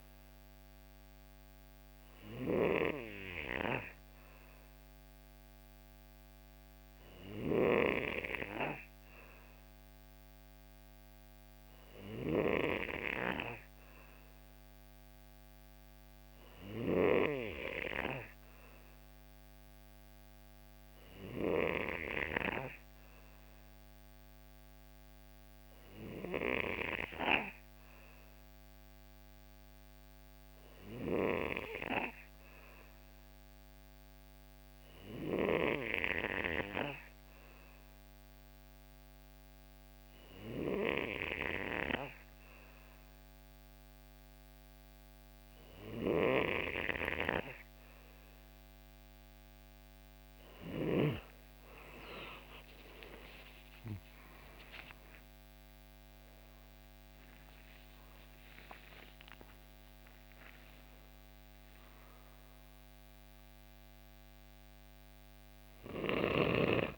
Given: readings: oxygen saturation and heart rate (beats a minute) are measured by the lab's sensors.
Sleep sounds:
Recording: breathing in sleep by a microphone on the trachea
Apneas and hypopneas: 1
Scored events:
33.50-66.97 s: new sleep stage, N2 (light sleep)
36.50-48.50 s: hypopnea (oxygen 92% before, 89% lowest, heart rate 69 before, 65 extreme, up 18 after)
52.50-58.50 s: arousal
58.50-66.97 s: oxygen desaturation (device-marked, oxygen 92% before, 89% lowest, heart rate 73 before, 70 extreme)
From the record:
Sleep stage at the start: N3 (deep sleep)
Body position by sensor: on the right side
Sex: male

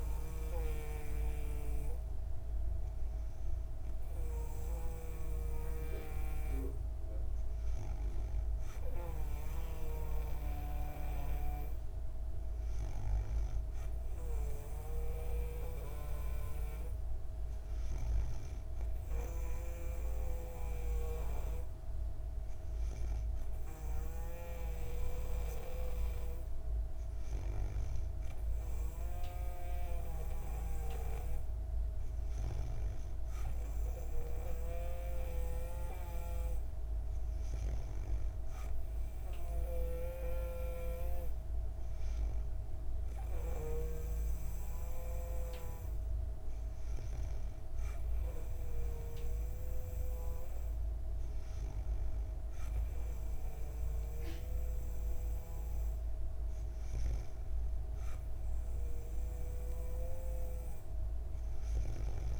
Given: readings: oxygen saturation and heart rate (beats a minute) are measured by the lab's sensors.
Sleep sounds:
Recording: breathing in sleep by a room microphone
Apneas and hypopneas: none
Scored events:
0.00-18.00 s: snoring (device-marked)
20.00-43.50 s: snoring (device-marked)
From the record:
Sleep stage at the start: N2 (light sleep)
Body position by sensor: on the back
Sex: female

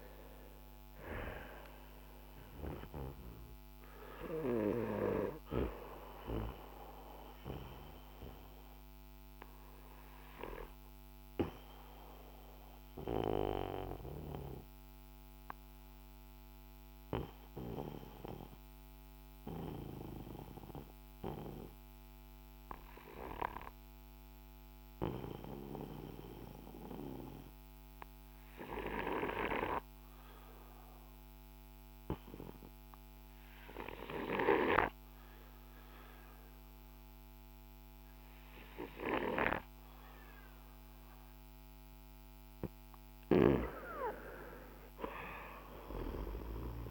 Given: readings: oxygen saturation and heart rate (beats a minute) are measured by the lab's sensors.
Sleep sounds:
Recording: breathing in sleep by a microphone on the trachea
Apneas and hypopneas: 1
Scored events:
6.00-42.50 s: obstructive apnea (oxygen 96% before, 89% lowest, heart rate 60 before, 48 extreme, up 7 after)
23.00-32.00 s: oxygen desaturation (device-marked, oxygen 93% before, 89% lowest, heart rate 56 before, 53 extreme)
43.50-46.50 s: arousal
45.00-46.90 s: oxygen desaturation (device-marked, oxygen 97% before, 93% lowest, heart rate 55 before, 51 extreme)
From the record:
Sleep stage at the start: N2 (light sleep)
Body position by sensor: on the back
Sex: male

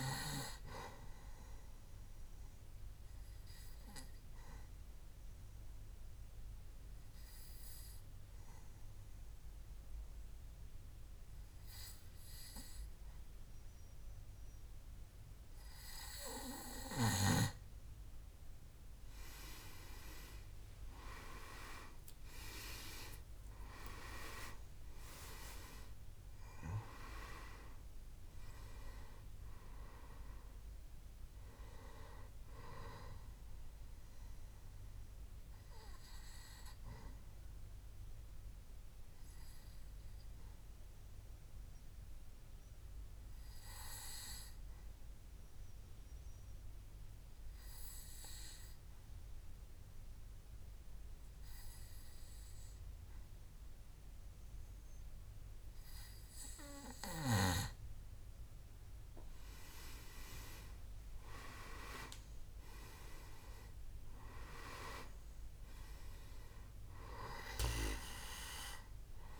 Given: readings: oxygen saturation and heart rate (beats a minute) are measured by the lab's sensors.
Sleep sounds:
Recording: breathing in sleep by a room microphone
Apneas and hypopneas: 2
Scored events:
0.00-3.00 s: oxygen desaturation (device-marked, oxygen 92% lowest, heart rate 63 extreme)
3.50-17.50 s: obstructive apnea (oxygen 97% before, 89% lowest, heart rate 68 before, 62 extreme, up 20 after)
21.50-26.50 s: arousal
26.00-50.00 s: oxygen desaturation (device-marked, oxygen 97% before, 90% lowest, heart rate 69 before, 62 extreme)
36.00-57.00 s: obstructive apnea (oxygen 98% before, 89% lowest, heart rate 76 before, 64 extreme, up 7 after)
59.50-63.00 s: arousal
62.00-69.40 s: oxygen desaturation (device-marked, oxygen 99% before, 89% lowest, heart rate 66 before, 66 extreme)
From the record:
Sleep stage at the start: N2 (light sleep)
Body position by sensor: on the back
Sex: male

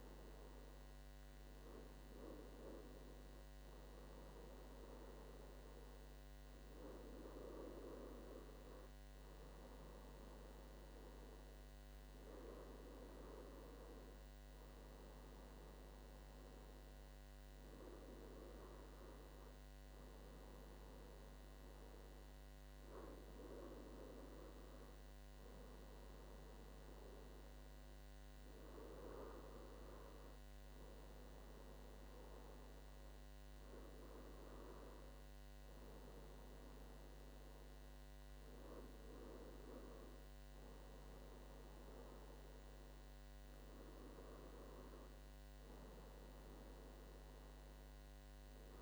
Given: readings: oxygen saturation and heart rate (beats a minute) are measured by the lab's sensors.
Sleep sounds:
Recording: breathing in sleep by a microphone on the trachea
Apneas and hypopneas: none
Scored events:
none scored
From the record:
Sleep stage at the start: N1 (lightest sleep)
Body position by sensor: on the back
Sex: male

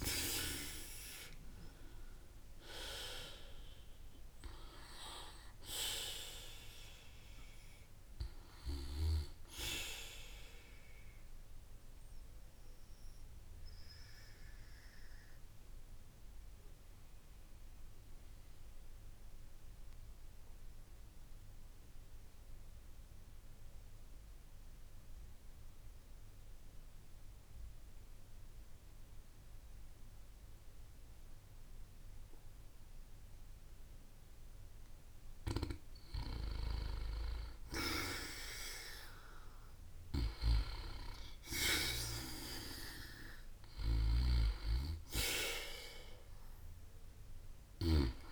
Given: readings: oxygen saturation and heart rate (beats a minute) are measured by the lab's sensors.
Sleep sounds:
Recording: breathing in sleep by a room microphone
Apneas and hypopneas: 1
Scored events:
11.00-35.00 s: obstructive apnea (oxygen 95% before, 87% lowest)
11.50-36.50 s: oxygen desaturation (device-marked, oxygen 95% before, 91% lowest)
37.00-41.50 s: arousal
From the record:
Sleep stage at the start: N2 (light sleep)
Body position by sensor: on the back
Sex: female

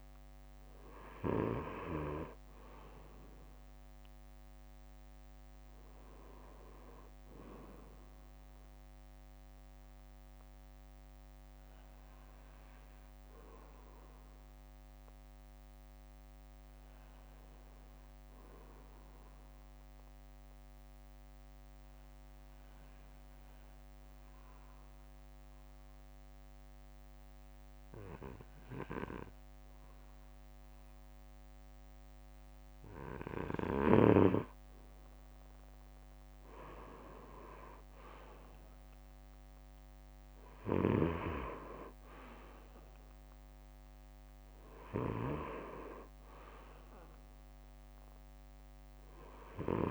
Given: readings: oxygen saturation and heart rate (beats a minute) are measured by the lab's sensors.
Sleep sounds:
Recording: breathing in sleep by a microphone on the trachea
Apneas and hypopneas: 1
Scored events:
3.50-32.50 s: bradycardia (device-marked, heart rate 61 before, 56 extreme)
15.00-33.50 s: obstructive apnea (oxygen 97% before, 93% lowest, heart rate 59 before, 57 extreme, up 5 after)
36.50-40.00 s: arousal
47.50-49.50 s: bradycardia (device-marked, heart rate 60 before, 61 extreme)
From the record:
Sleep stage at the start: N2 (light sleep)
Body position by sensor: on the back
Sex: male

